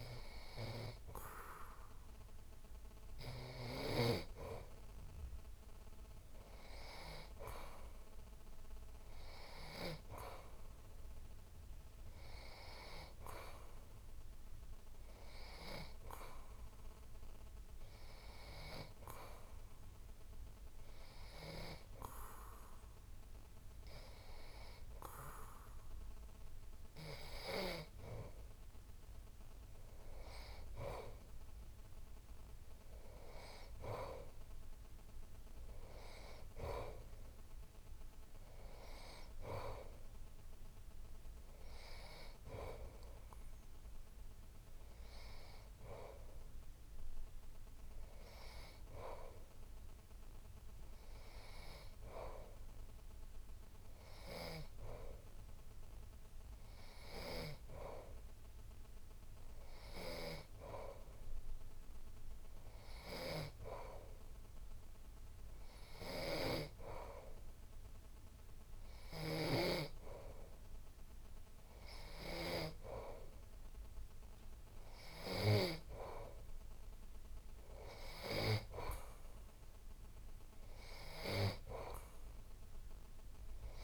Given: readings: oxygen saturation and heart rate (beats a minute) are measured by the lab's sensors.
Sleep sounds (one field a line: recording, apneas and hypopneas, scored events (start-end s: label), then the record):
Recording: breathing in sleep by a room microphone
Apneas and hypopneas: none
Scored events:
none scored
From the record:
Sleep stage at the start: N2 (light sleep)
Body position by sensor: on the back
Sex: male